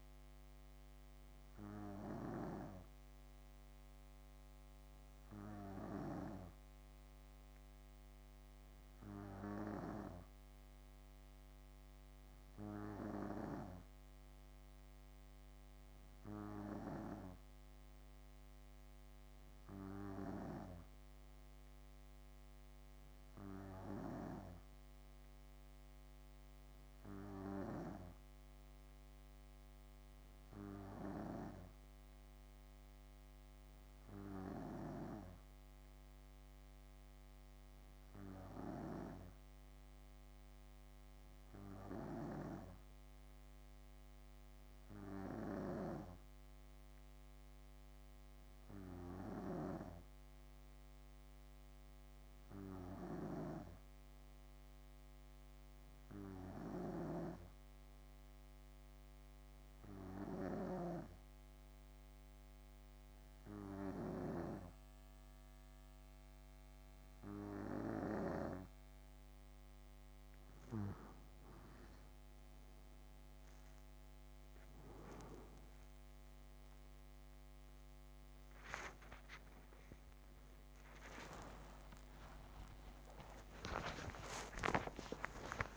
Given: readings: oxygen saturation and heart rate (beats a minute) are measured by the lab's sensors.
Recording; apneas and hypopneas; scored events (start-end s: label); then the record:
breathing in sleep by a microphone on the trachea; none
2.00-6.00 s: snoring (device-marked)
41.50-68.00 s: snoring (device-marked)
79.00-85.00 s: arousal
81.00-83.00 s: long interval between heartbeats (device-marked, heart rate 67 before, 100 extreme)
83.00-85.00 s: long interval between heartbeats (device-marked, heart rate 72 before, 139 extreme)
From the record:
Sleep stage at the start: N2 (light sleep); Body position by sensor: on the back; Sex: female